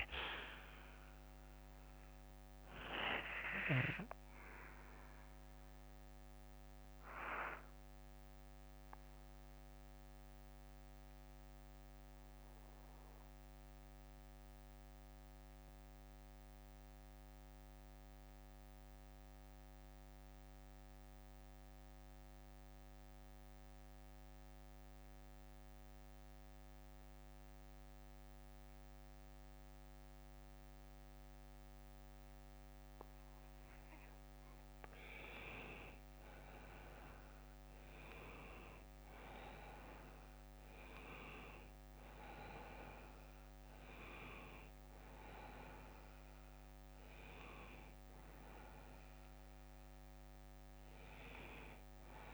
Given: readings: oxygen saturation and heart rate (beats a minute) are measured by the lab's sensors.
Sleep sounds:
breathing in sleep by a microphone on the trachea; 1
0.00-3.00 s: oxygen desaturation (device-marked, oxygen 94% lowest, heart rate 48 extreme)
0.00-36.00 s: bradycardia (device-marked, heart rate 59 before, 48 extreme)
7.50-35.00 s: mixed apnea (oxygen 99% before, 90% lowest, heart rate 61 before, 48 extreme, up 21 after)
13.00-26.00 s: oxygen desaturation (device-marked, oxygen 95% before, 90% lowest, heart rate 59 before, 48 extreme)
36.00-41.00 s: arousal
43.00-52.34 s: oxygen desaturation (device-marked, oxygen 97% before, 94% lowest, heart rate 56 before, 53 extreme)
50.00-52.00 s: bradycardia (device-marked, heart rate 59 before, 67 extreme)
From the record:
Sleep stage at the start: REM sleep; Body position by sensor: on the back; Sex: male

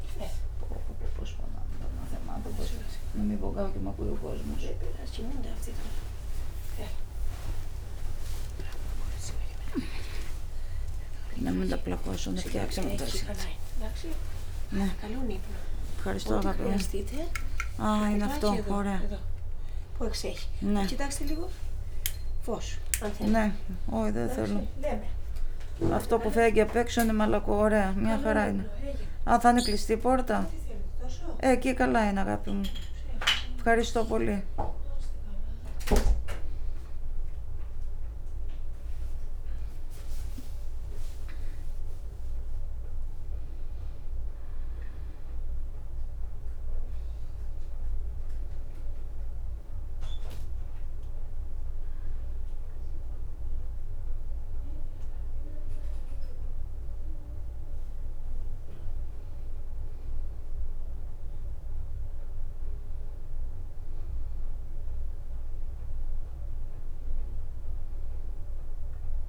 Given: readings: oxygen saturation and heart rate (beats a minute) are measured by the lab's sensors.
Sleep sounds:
a person awake in a sleep study, by a room microphone; none
10.00-12.00 s: long interval between heartbeats (device-marked, heart rate 52 before, 38 extreme)
11.00-16.50 s: snoring (device-marked)
12.50-14.50 s: long interval between heartbeats (device-marked, heart rate 50 before, 52 extreme)
20.00-22.00 s: long interval between heartbeats (device-marked, heart rate 64 before, 93 extreme)
22.00-34.00 s: tachycardia (device-marked, heart rate 66 before, 144 extreme)
23.00-25.00 s: long interval between heartbeats (device-marked, heart rate 69 before, 100 extreme)
25.50-29.50 s: snoring (device-marked)
26.00-28.00 s: long interval between heartbeats (device-marked, heart rate 76 before, 117 extreme)
29.50-31.50 s: long interval between heartbeats (device-marked, heart rate 87 before, 116 extreme)
32.50-34.50 s: long interval between heartbeats (device-marked, heart rate 101 before, 142 extreme)
39.00-41.00 s: long interval between heartbeats (device-marked, heart rate 111 before, 64 extreme)
42.00-44.00 s: long interval between heartbeats (device-marked, heart rate 108 before, 88 extreme)
From the record:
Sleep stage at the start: awake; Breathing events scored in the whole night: 197 in 5.3 hours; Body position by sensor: on the back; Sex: female

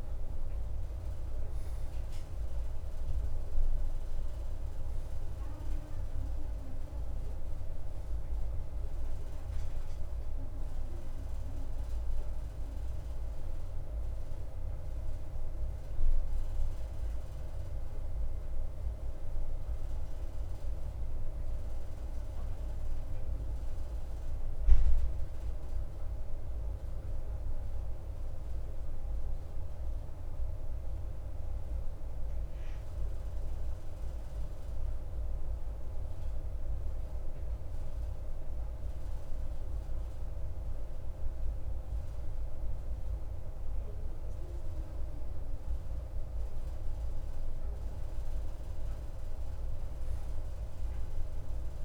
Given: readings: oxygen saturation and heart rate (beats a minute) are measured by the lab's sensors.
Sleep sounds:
breathing in sleep, hard to hear, by a room microphone; 1
22.00-44.00 s: mixed apnea (oxygen 93% before, 91% lowest, heart rate 56 before, 53 extreme, up 0 after)
49.50-51.85 s: arousal
From the record:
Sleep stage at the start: N2 (light sleep); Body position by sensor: on the right side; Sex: male

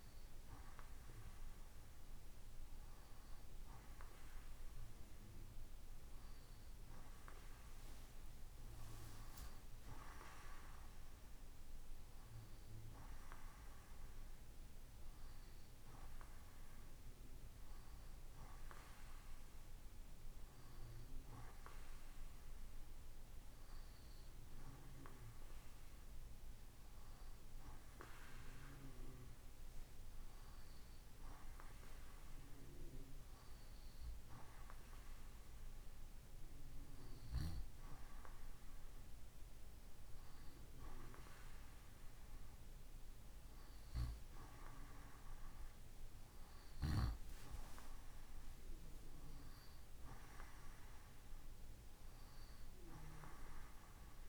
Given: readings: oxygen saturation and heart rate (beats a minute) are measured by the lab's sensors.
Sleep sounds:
breathing in sleep by a room microphone; none
none scored
From the record:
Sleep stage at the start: N2 (light sleep); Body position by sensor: on the right side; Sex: male

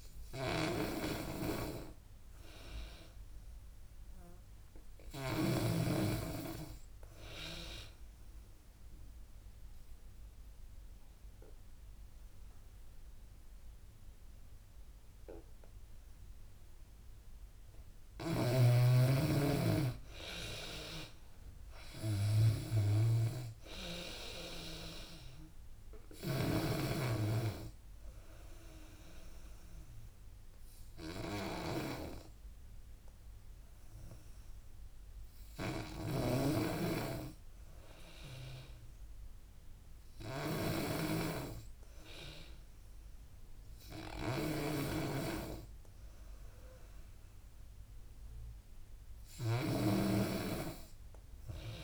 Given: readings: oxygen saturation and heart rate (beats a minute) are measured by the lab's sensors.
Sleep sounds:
breathing in sleep by a room microphone; 1
0.00-5.50 s: snoring (device-marked)
8.00-18.00 s: obstructive apnea (oxygen 96% before, 88% lowest, heart rate 87 before, 73 extreme, up 8 after)
9.50-18.50 s: oxygen desaturation (device-marked, oxygen 96% before, 92% lowest, heart rate 87 before, 73 extreme)
18.00-51.84 s: snoring (device-marked)
20.50-33.50 s: drop in pulse transit time (device-marked, heart rate 86 before, 77 extreme)
22.00-25.50 s: arousal
26.50-43.50 s: oxygen desaturation (device-marked, oxygen 93% before, 88% lowest, heart rate 88 before, 73 extreme)
From the record:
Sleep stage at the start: N2 (light sleep); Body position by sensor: on the back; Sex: female

